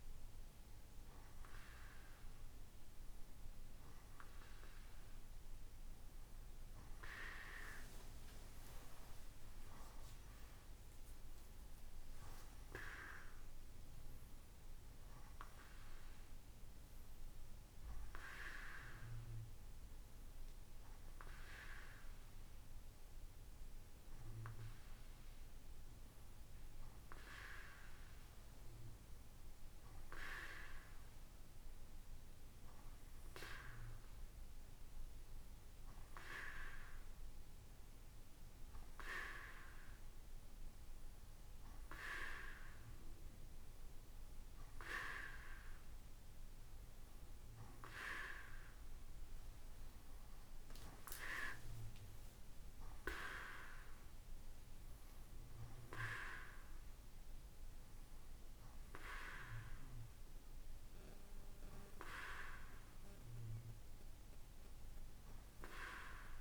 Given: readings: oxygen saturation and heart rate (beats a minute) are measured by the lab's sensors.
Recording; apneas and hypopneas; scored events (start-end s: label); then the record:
breathing in sleep by a room microphone; none
none scored
From the record:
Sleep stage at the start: N2 (light sleep); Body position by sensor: on the right side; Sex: male